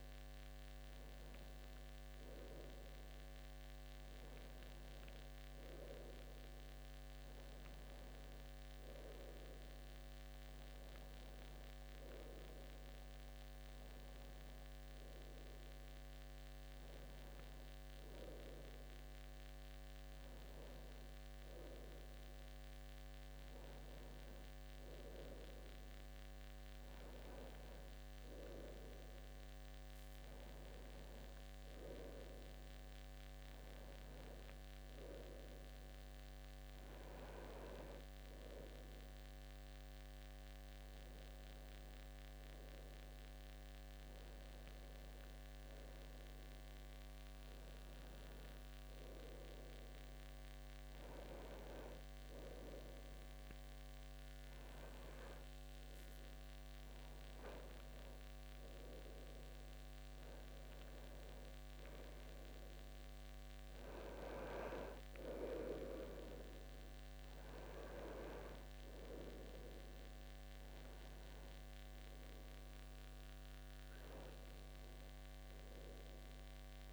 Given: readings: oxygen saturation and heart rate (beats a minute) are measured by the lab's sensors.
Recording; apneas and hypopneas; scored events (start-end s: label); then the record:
breathing in sleep by a microphone on the trachea; none
48.00-76.93 s: new sleep stage, N2 (light sleep)
From the record:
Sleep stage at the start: N1 (lightest sleep); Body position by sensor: on the left side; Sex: male